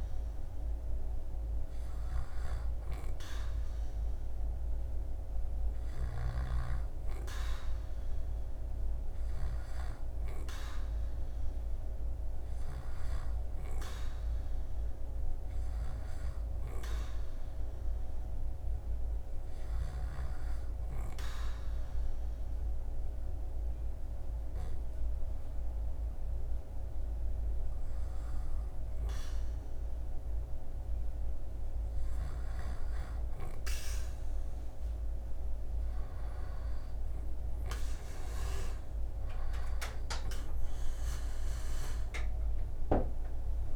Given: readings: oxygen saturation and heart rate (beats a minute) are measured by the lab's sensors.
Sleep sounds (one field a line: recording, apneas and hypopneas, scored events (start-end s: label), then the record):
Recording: breathing in sleep by a room microphone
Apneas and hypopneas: none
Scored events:
none scored
From the record:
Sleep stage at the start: N2 (light sleep)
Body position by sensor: on the back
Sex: male